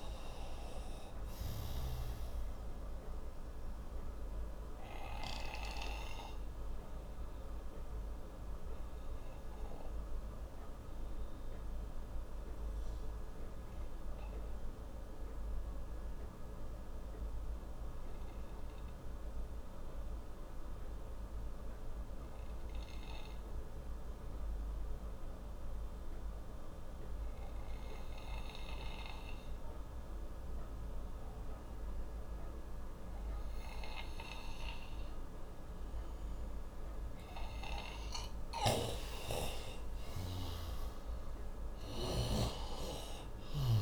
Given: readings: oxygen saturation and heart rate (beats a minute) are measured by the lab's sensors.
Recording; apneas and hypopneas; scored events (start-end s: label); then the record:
breathing in sleep by a room microphone; 1
0.00-20.00 s: oxygen desaturation (device-marked, oxygen 90% lowest)
2.50-37.00 s: obstructive apnea (oxygen 98% before, 90% lowest)
38.50-43.82 s: snoring (device-marked)
40.00-43.50 s: arousal
40.00-43.82 s: oxygen desaturation (device-marked, oxygen 97% before, 90% lowest)
From the record:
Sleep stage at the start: N2 (light sleep); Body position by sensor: on the right side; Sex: male